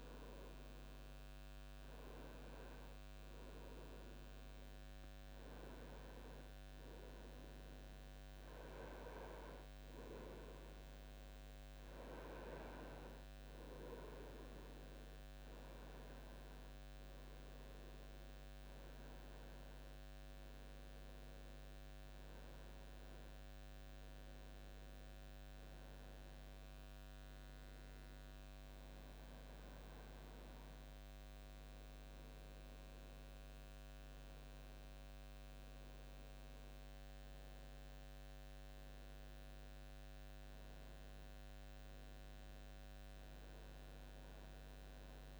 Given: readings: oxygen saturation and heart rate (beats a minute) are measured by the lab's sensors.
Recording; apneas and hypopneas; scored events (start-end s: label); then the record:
breathing in sleep by a microphone on the trachea; none
none scored
From the record:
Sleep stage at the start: N2 (light sleep); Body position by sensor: on the right side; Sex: male